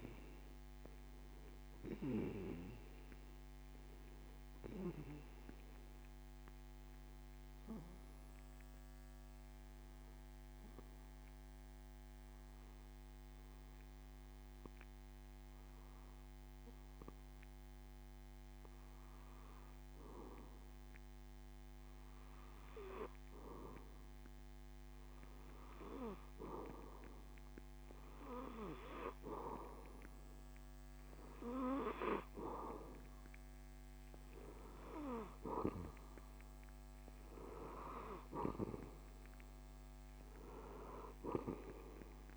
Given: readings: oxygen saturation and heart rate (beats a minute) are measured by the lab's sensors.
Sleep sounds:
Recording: breathing in sleep by a microphone on the trachea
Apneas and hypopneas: 1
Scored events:
0.00-20.00 s: oxygen desaturation (device-marked, oxygen 90% lowest)
7.00-23.00 s: obstructive apnea (oxygen 95% before, 91% lowest)
25.50-29.50 s: arousal
34.00-42.37 s: oxygen desaturation (device-marked, oxygen 96% before, 92% lowest)
From the record:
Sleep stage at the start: N2 (light sleep)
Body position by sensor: on the back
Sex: male

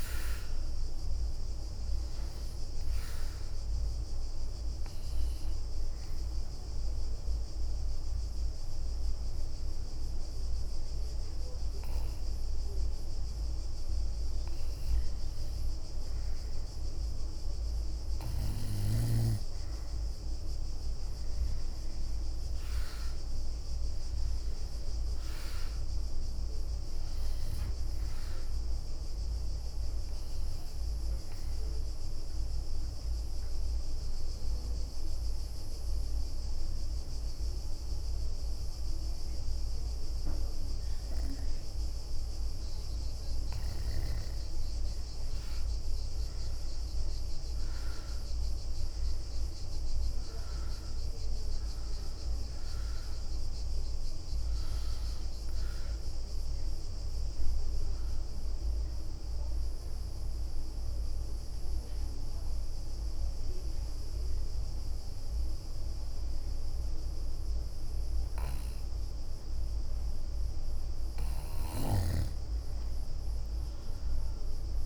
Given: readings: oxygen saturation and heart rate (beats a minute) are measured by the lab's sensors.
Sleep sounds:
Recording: breathing in sleep, hard to hear, by a room microphone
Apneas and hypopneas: 3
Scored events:
3.00-12.00 s: bradycardia (device-marked, heart rate 65 before, 57 extreme)
3.00-15.00 s: hypopnea (oxygen 98% before, 90% lowest, heart rate 62 before, 57 extreme, up 12 after)
3.00-17.00 s: oxygen desaturation (device-marked, oxygen 98% before, 93% lowest, heart rate 62 before, 57 extreme)
21.00-24.50 s: arousal
23.50-30.00 s: leg movement (device-marked)
24.00-42.00 s: oxygen desaturation (device-marked, oxygen 98% before, 93% lowest, heart rate 62 before, 57 extreme)
29.00-35.00 s: bradycardia (device-marked, heart rate 65 before, 58 extreme)
32.00-43.00 s: obstructive apnea (oxygen 98% before, 90% lowest, heart rate 65 before, 57 extreme, up 14 after)
44.00-47.50 s: leg movement (device-marked)
46.50-51.50 s: arousal
51.00-68.00 s: oxygen desaturation (device-marked, oxygen 97% before, 90% lowest, heart rate 63 before, 53 extreme)
55.00-64.00 s: bradycardia (device-marked, heart rate 65 before, 57 extreme)
57.00-70.50 s: obstructive apnea (oxygen 97% before, 90% lowest, heart rate 66 before, 53 extreme, up 13 after)
73.50-74.86 s: arousal
From the record:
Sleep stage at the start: N2 (light sleep)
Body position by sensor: on the back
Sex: female

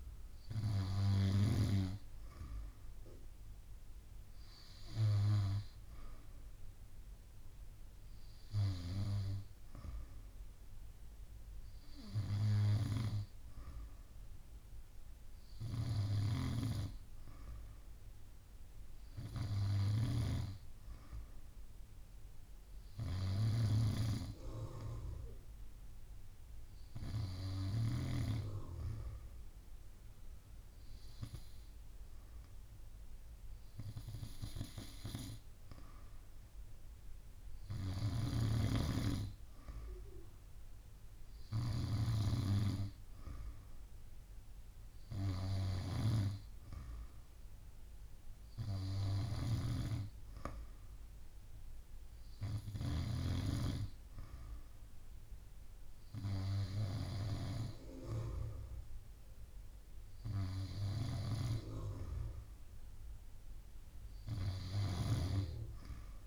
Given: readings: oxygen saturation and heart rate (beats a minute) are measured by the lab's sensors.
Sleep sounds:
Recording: breathing in sleep by a room microphone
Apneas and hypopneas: none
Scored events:
16.00-20.00 s: snoring (device-marked)
38.00-42.00 s: snoring (device-marked)
49.00-53.00 s: snoring (device-marked)
From the record:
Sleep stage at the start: N2 (light sleep)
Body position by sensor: on the back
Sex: female

